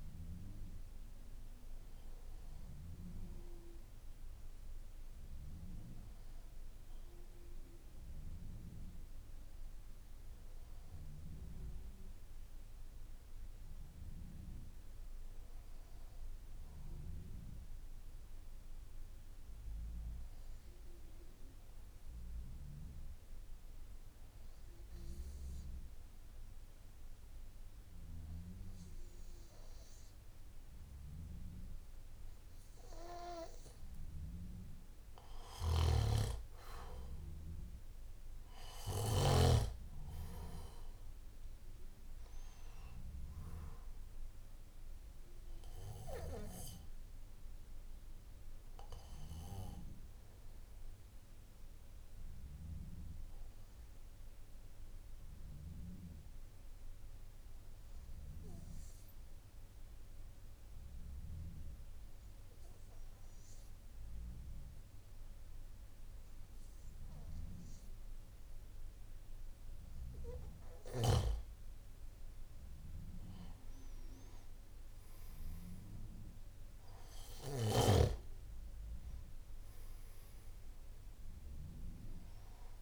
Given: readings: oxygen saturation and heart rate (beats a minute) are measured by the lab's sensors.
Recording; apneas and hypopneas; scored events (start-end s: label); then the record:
breathing in sleep by a room microphone; 2
0.00-16.50 s: oxygen desaturation (device-marked, oxygen 93% lowest, heart rate 53 extreme)
18.50-33.50 s: obstructive apnea (oxygen 98% before, 93% lowest, heart rate 53 before, 53 extreme, up 3 after)
34.50-46.50 s: oxygen desaturation (device-marked, oxygen 98% before, 94% lowest, heart rate 56 before, 53 extreme)
35.00-39.00 s: snoring (device-marked)
49.50-70.00 s: obstructive apnea (oxygen 98% before, 93% lowest, heart rate 58 before, 52 extreme, up 5 after)
From the record:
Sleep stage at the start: N3 (deep sleep); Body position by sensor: on the back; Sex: male